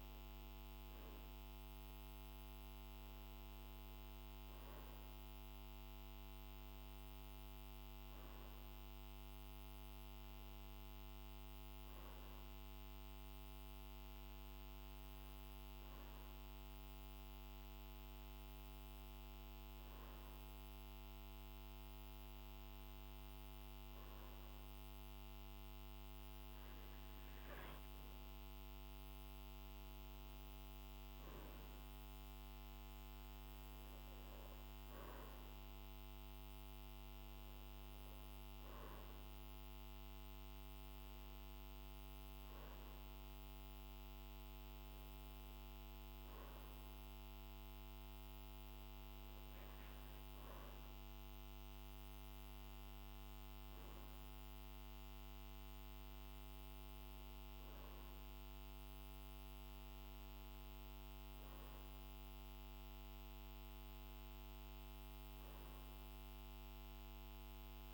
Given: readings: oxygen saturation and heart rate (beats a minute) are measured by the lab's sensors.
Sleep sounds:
breathing in sleep, hard to hear, by a microphone on the trachea; none
none scored
From the record:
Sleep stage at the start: N2 (light sleep); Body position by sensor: on the back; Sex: male

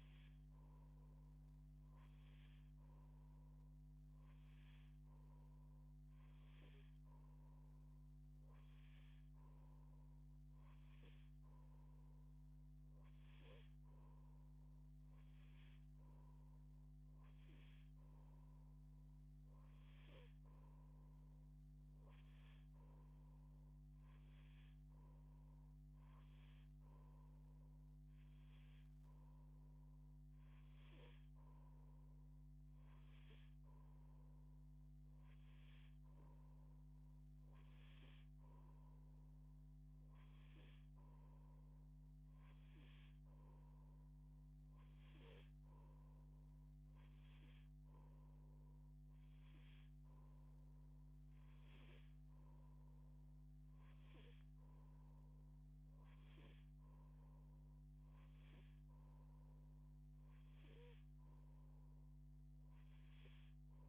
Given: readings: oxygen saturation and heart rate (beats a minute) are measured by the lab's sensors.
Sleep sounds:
breathing in sleep, hard to hear, by a microphone on the trachea; none
none scored
From the record:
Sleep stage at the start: N2 (light sleep); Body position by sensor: on the back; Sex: female

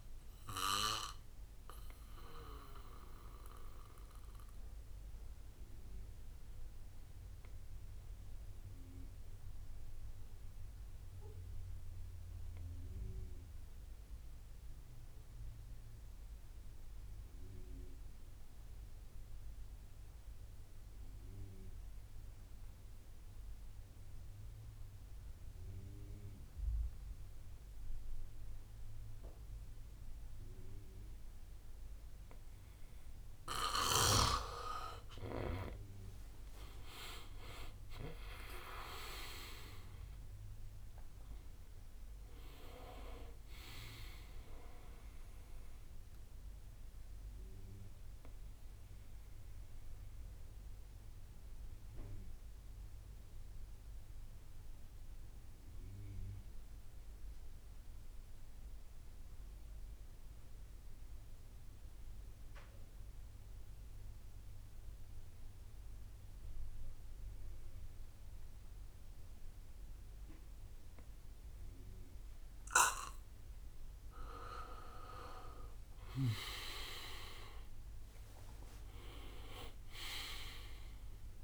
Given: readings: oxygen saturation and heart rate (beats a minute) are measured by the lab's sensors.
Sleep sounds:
breathing in sleep by a room microphone; 2
0.00-2.00 s: drop in pulse transit time (device-marked, heart rate 58 extreme)
0.00-11.00 s: bradycardia (device-marked, heart rate 56 extreme)
0.00-11.00 s: oxygen desaturation (device-marked, oxygen 87% lowest, heart rate 56 extreme)
1.50-32.50 s: obstructive apnea (oxygen 99% before, 86% lowest, heart rate 67 before, 56 extreme, up 9 after)
27.00-54.00 s: oxygen desaturation (device-marked, oxygen 99% before, 86% lowest, heart rate 61 before, 56 extreme)
36.00-49.00 s: drop in pulse transit time (device-marked, heart rate 64 before, 64 extreme)
37.50-41.50 s: arousal
47.00-55.00 s: bradycardia (device-marked, heart rate 65 before, 56 extreme)
47.00-72.50 s: obstructive apnea (oxygen 99% before, 85% lowest, heart rate 67 before, 52 extreme, up 14 after)
70.00-81.44 s: oxygen desaturation (device-marked, oxygen 99% before, 85% lowest, heart rate 60 before, 52 extreme)
74.50-78.00 s: arousal
76.00-81.44 s: drop in pulse transit time (device-marked, heart rate 61 before, 62 extreme)
From the record:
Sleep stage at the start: N2 (light sleep); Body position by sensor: on the back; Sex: male

